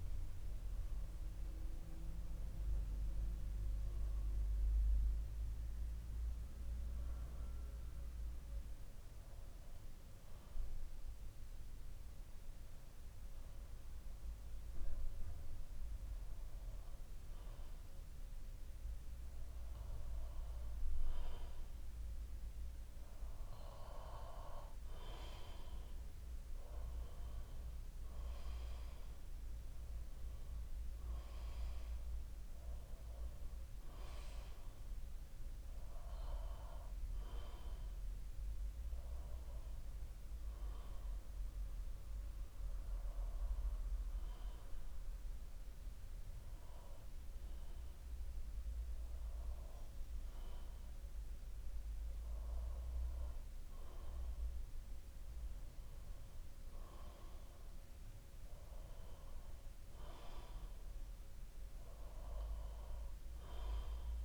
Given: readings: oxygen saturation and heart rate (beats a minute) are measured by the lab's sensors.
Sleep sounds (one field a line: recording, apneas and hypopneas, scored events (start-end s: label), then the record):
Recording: breathing in sleep by a room microphone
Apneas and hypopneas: 2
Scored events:
8.50-21.50 s: obstructive apnea (oxygen 93% before, 91% lowest, heart rate 62 before, 59 extreme, up 3 after)
24.50-28.00 s: arousal
39.00-52.50 s: hypopnea (oxygen 95% before, 91% lowest, heart rate 62 before, 59 extreme, up 3 after)
43.50-47.50 s: bradycardia (device-marked, heart rate 63 before, 59 extreme)
55.50-59.00 s: arousal
From the record:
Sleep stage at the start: N2 (light sleep)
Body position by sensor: on the back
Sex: male